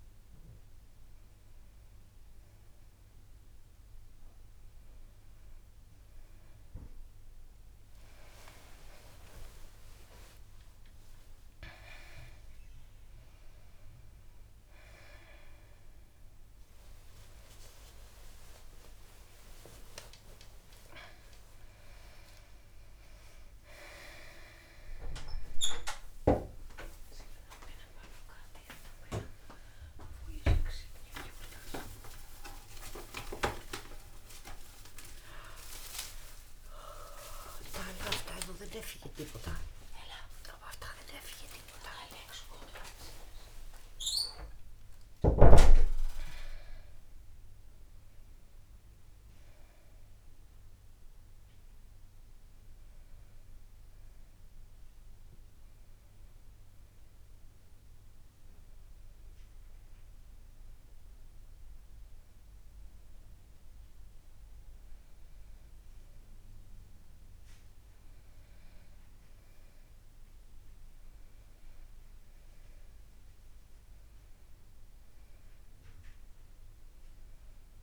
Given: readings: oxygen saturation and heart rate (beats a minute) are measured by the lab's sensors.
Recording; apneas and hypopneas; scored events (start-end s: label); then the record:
a person awake in a sleep study, by a room microphone; none
21.00-36.00 s: oxygen desaturation (device-marked, oxygen 100% before, 97% lowest, heart rate 98 before, 76 extreme)
45.00-51.00 s: oxygen desaturation (device-marked, oxygen 100% before, 97% lowest, heart rate 89 before, 76 extreme)
60.00-77.83 s: new sleep stage, N1 (lightest sleep)
From the record:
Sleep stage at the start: awake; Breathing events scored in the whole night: 565 in 7.1 hours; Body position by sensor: on the back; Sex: female